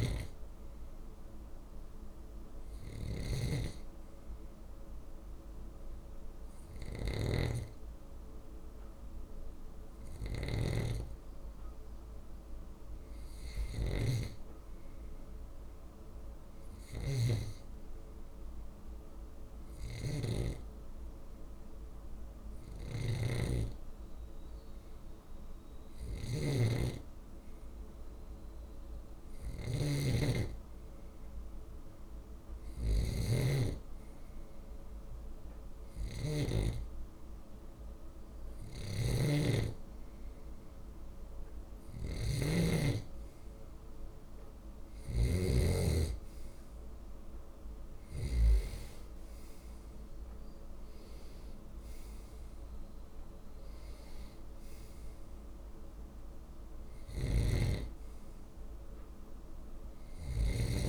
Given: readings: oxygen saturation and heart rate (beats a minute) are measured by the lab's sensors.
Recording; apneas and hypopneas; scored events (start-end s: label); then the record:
breathing in sleep by a room microphone; 1
0.00-48.00 s: snoring (device-marked)
6.50-27.00 s: hypopnea (oxygen 97% before, 94% lowest)
30.00-33.50 s: arousal
56.50-60.89 s: snoring (device-marked)
From the record:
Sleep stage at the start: N2 (light sleep); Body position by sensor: on the left side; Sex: male